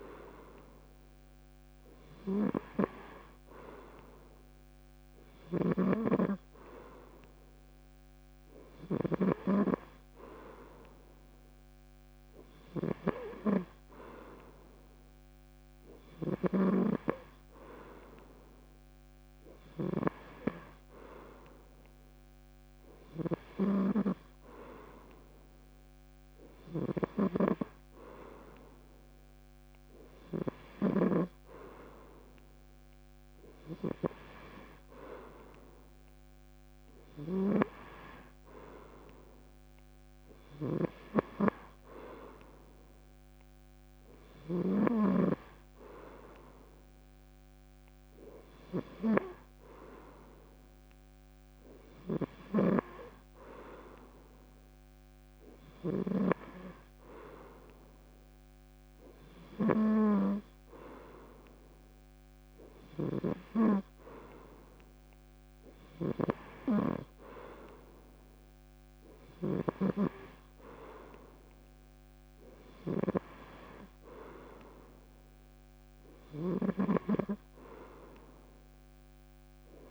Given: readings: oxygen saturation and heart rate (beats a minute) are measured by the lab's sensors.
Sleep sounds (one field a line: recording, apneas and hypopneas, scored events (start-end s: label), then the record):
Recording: breathing in sleep by a microphone on the trachea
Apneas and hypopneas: none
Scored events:
5.00-9.00 s: snoring (device-marked)
16.00-20.00 s: snoring (device-marked)
26.50-31.00 s: snoring (device-marked)
37.00-44.50 s: snoring (device-marked)
52.00-56.00 s: snoring (device-marked)
62.50-79.91 s: snoring (device-marked)
From the record:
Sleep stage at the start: N3 (deep sleep)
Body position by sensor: on the back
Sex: male